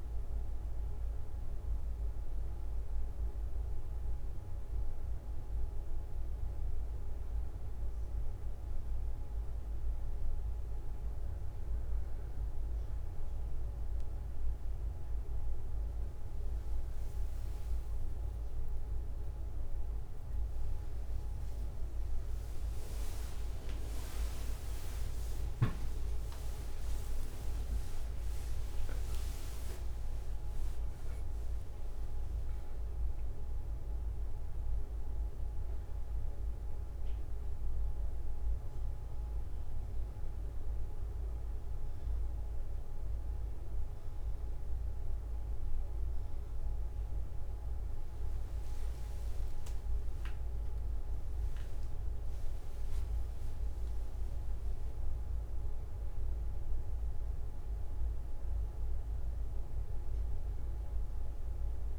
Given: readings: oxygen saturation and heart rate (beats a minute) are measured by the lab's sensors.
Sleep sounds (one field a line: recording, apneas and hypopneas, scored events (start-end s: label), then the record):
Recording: breathing in sleep, hard to hear, by a room microphone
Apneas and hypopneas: 1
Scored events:
4.00-16.50 s: hypopnea (oxygen 97% before, 92% lowest, heart rate 48 before, 44 extreme, up 26 after)
7.50-22.50 s: oxygen desaturation (device-marked, oxygen 95% before, 92% lowest, heart rate 47 before, 44 extreme)
26.00-28.00 s: long interval between heartbeats (device-marked, heart rate 52 before, 69 extreme)
26.00-32.00 s: arousal
28.50-30.50 s: long interval between heartbeats (device-marked, heart rate 56 before, 78 extreme)
49.00-51.00 s: long interval between heartbeats (device-marked, heart rate 65 before, 65 extreme)
52.50-54.50 s: long interval between heartbeats (device-marked, heart rate 63 before, 97 extreme)
From the record:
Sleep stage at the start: N1 (lightest sleep)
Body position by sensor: on the back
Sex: male